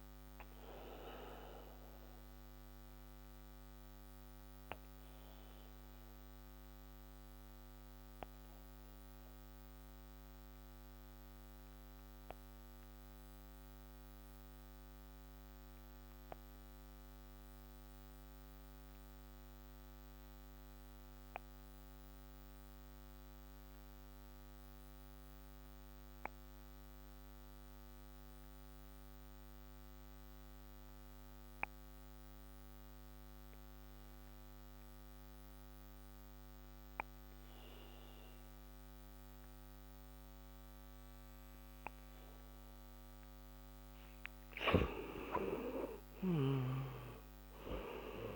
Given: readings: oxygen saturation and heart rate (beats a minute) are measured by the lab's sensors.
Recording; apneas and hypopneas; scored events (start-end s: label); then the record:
breathing in sleep by a microphone on the trachea; 1
0.00-23.50 s: oxygen desaturation (device-marked, oxygen 87% lowest)
1.00-43.00 s: obstructive apnea (oxygen 98% before, 85% lowest, heart rate 50 before, 31 extreme, up 6 after)
45.00-48.36 s: arousal
From the record:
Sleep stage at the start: N2 (light sleep); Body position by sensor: on the back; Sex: male